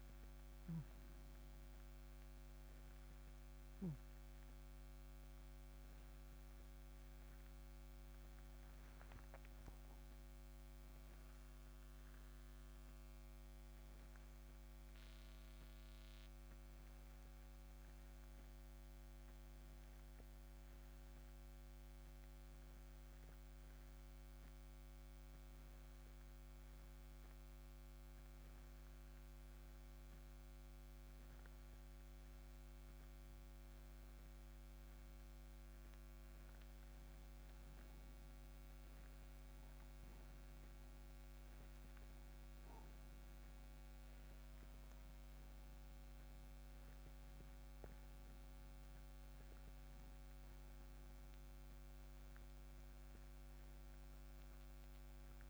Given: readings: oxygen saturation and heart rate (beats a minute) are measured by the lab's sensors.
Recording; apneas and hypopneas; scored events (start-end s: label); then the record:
breathing in sleep, hard to hear, by a microphone on the trachea; none
53.50-55.50 s: arousal
From the record:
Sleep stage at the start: N2 (light sleep); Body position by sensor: on the right side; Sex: male